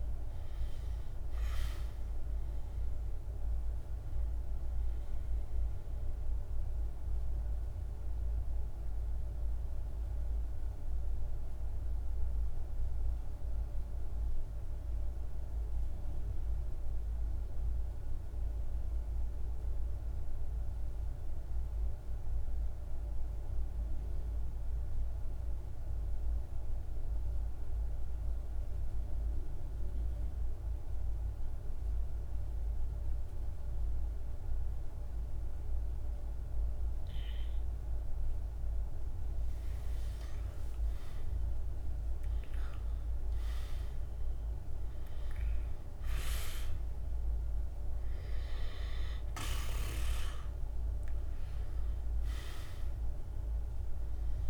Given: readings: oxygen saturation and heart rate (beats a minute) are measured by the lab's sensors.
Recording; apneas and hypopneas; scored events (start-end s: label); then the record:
breathing in sleep by a room microphone; 1
0.00-16.00 s: oxygen desaturation (device-marked, oxygen 84% lowest, heart rate 48 extreme)
4.00-38.00 s: central apnea (oxygen 98% before, 84% lowest, heart rate 56 before, 48 extreme, up 6 after)
33.00-54.50 s: oxygen desaturation (device-marked, oxygen 100% before, 89% lowest, heart rate 50 before, 47 extreme)
40.00-43.00 s: arousal
From the record:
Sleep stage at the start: N2 (light sleep); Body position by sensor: on the back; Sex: male